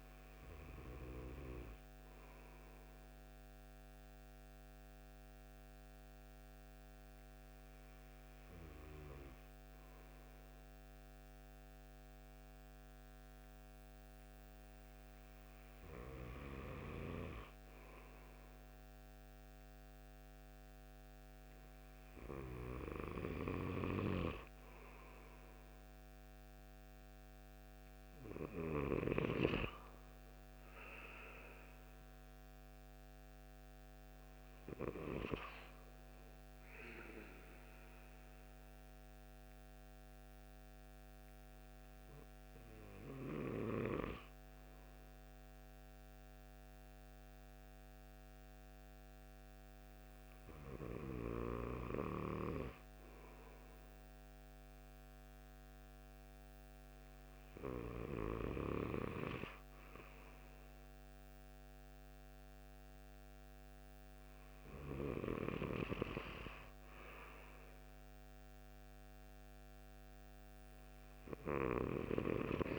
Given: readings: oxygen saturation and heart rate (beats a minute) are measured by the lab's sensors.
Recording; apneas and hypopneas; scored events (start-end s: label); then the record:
breathing in sleep by a microphone on the trachea; 1
2.50-15.00 s: hypopnea (oxygen 96% before, 94% lowest)
17.50-21.50 s: arousal
From the record:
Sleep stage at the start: N2 (light sleep); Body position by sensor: on the right side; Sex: male